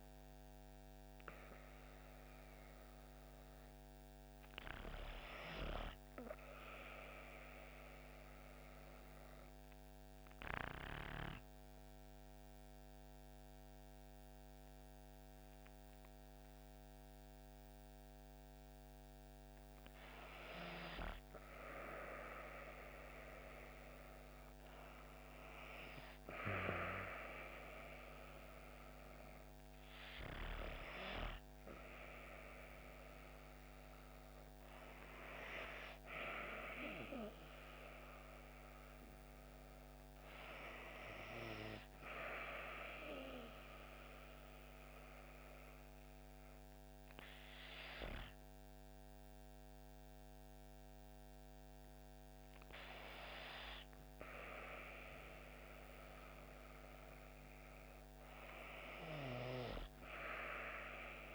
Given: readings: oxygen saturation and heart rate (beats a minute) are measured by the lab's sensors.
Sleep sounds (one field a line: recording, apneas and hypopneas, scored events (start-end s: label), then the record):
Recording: breathing in sleep by a microphone on the trachea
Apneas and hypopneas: 2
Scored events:
0.00-2.00 s: arousal
7.00-19.50 s: obstructive apnea (oxygen 96% before, 85% lowest)
16.00-61.35 s: oxygen desaturation (device-marked, oxygen 96% before, 85% lowest)
21.50-25.50 s: arousal
44.50-54.50 s: obstructive apnea (oxygen 95% before, 85% lowest)
60.00-61.35 s: arousal
From the record:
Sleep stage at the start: REM sleep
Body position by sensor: on the back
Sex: female